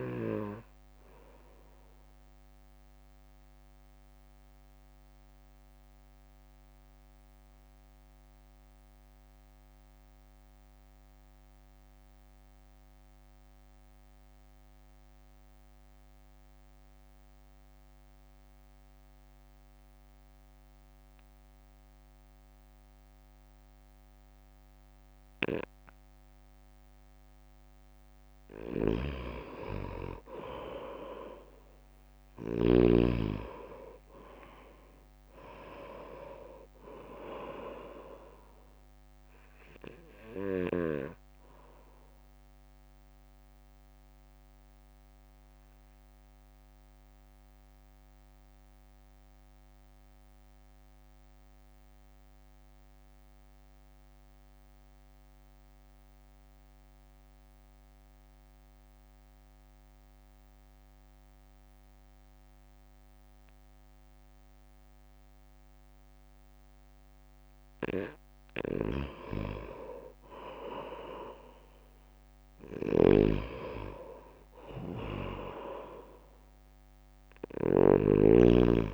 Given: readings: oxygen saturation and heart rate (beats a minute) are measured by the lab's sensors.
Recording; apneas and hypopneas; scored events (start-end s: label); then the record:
breathing in sleep by a microphone on the trachea; 2
0.00-3.50 s: drop in pulse transit time (device-marked, heart rate 52 extreme)
1.50-28.00 s: mixed apnea (oxygen 98% before, 90% lowest, heart rate 56 before, 48 extreme, up 2 after)
12.50-21.50 s: oxygen desaturation (device-marked, oxygen 93% before, 90% lowest, heart rate 54 before, 48 extreme)
28.50-33.00 s: snoring (device-marked)
28.50-38.50 s: oxygen desaturation (device-marked, oxygen 98% before, 92% lowest, heart rate 61 before, 48 extreme)
30.50-34.00 s: arousal
31.50-43.50 s: drop in pulse transit time (device-marked, heart rate 62 before, 48 extreme)
40.50-67.50 s: mixed apnea (oxygen 98% before, 90% lowest, heart rate 59 before, 48 extreme, up 1 after)
55.50-66.50 s: oxygen desaturation (device-marked, oxygen 93% before, 90% lowest, heart rate 52 before, 48 extreme)
68.50-78.00 s: snoring (device-marked)
70.00-73.00 s: arousal
71.50-78.94 s: drop in pulse transit time (device-marked, heart rate 59 before, 48 extreme)
From the record:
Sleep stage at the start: N2 (light sleep); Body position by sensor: on the right side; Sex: male